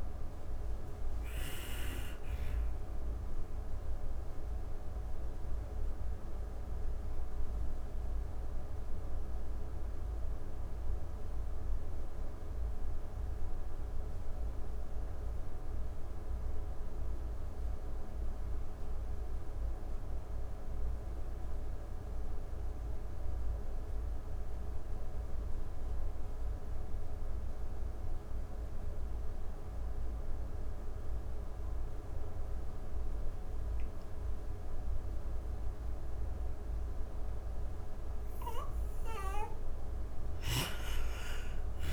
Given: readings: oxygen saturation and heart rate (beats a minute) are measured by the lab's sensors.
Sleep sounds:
breathing in sleep, hard to hear, by a room microphone; 1
0.00-13.50 s: oxygen desaturation (device-marked, oxygen 76% lowest)
2.00-37.00 s: obstructive apnea (oxygen 98% before, 76% lowest)
28.50-41.93 s: oxygen desaturation (device-marked, oxygen 99% before, 80% lowest)
38.50-41.93 s: arousal
39.00-41.93 s: snoring (device-marked)
From the record:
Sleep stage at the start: N2 (light sleep); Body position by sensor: on the back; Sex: female

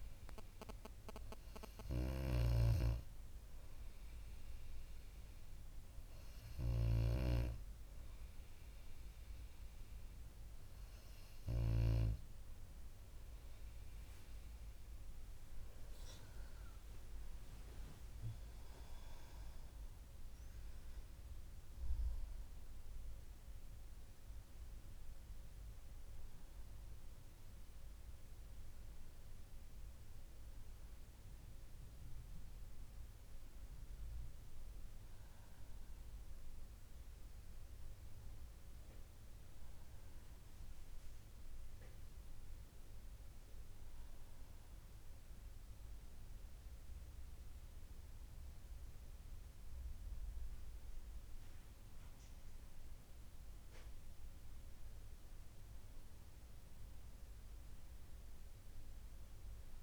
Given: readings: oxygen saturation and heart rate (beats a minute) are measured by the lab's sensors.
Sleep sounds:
breathing in sleep by a room microphone; none
0.00-11.50 s: snoring (device-marked)
14.50-18.00 s: arousal
From the record:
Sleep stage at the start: N2 (light sleep); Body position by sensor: on the back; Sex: female

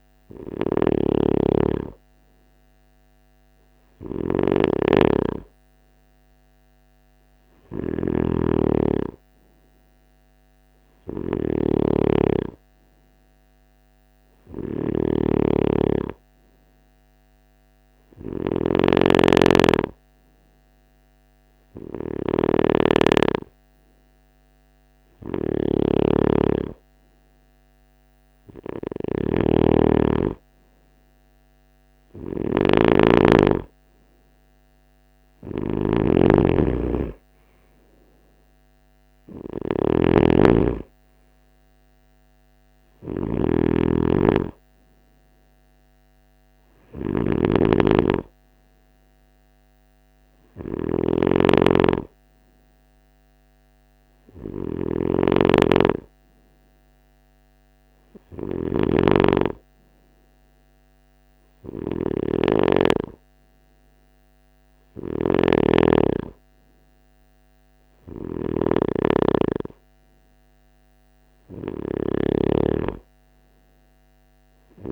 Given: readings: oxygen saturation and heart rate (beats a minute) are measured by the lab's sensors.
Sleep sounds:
breathing in sleep by a microphone on the trachea; none
0.00-74.92 s: snoring (device-marked)
From the record:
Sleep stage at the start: N3 (deep sleep); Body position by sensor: on the right side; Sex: male

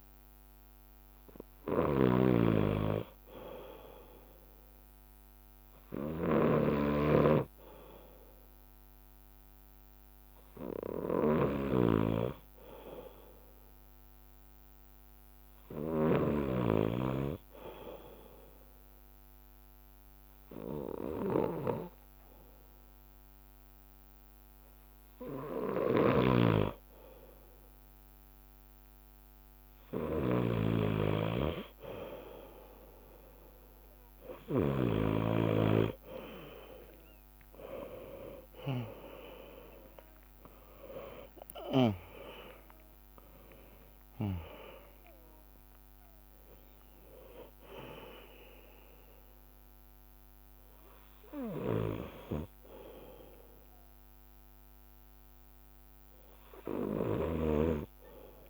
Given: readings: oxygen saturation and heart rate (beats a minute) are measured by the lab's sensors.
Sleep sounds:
breathing in sleep by a microphone on the trachea; none
0.00-32.50 s: bradycardia (device-marked, heart rate 55 extreme)
1.50-4.50 s: leg movement (device-marked)
2.00-6.50 s: snoring (device-marked)
5.50-8.50 s: leg movement (device-marked)
11.50-19.50 s: leg movement (device-marked)
26.00-30.50 s: snoring (device-marked)
38.50-43.50 s: arousal
38.50-50.50 s: drop in pulse transit time (device-marked, heart rate 58 before, 62 extreme)
41.50-43.50 s: long interval between heartbeats (device-marked, heart rate 59 before, 74 extreme)
50.00-53.50 s: leg movement (device-marked)
50.50-58.50 s: bradycardia (device-marked, heart rate 60 before, 55 extreme)
54.50-56.50 s: leg movement (device-marked)
From the record:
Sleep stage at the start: N2 (light sleep); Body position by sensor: on the left side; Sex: male

